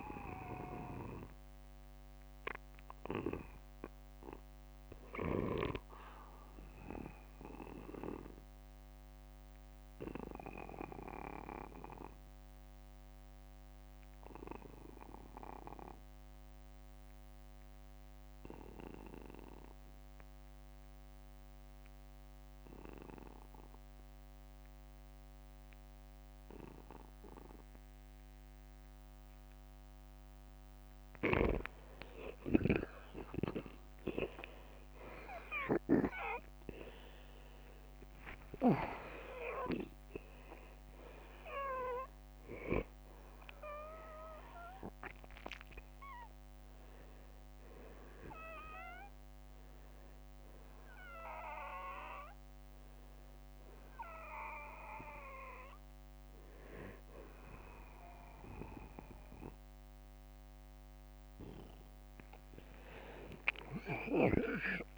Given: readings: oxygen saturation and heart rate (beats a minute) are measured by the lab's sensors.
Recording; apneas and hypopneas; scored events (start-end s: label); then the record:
breathing in sleep by a microphone on the trachea; 1
0.00-1.00 s: long interval between heartbeats (device-marked, heart rate 59 extreme)
5.00-26.00 s: oxygen desaturation (device-marked, oxygen 93% before, 85% lowest, heart rate 62 before, 43 extreme)
6.50-30.00 s: obstructive apnea (oxygen 96% before, 85% lowest, heart rate 62 before, 43 extreme, up 24 after)
26.00-28.00 s: long interval between heartbeats (device-marked, heart rate 52 before, 49 extreme)
33.00-37.50 s: arousal
38.50-40.50 s: long interval between heartbeats (device-marked, heart rate 52 before, 75 extreme)
50.00-52.00 s: long interval between heartbeats (device-marked, heart rate 66 before, 58 extreme)
62.50-64.98 s: arousal
From the record:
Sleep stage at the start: N2 (light sleep); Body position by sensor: on the back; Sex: male